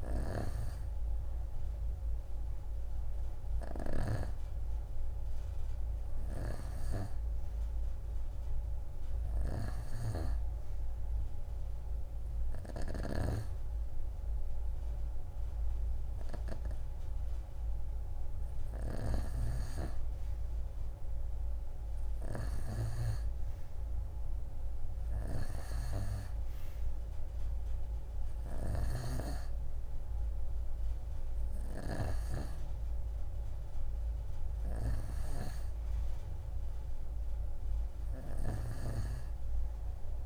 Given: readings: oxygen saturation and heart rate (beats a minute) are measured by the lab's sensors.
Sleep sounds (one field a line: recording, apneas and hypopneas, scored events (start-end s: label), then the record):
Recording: breathing in sleep by a room microphone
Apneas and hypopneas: none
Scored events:
3.50-23.00 s: snoring (device-marked)
25.00-38.50 s: snoring (device-marked)
From the record:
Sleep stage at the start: N2 (light sleep)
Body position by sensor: on the right side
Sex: female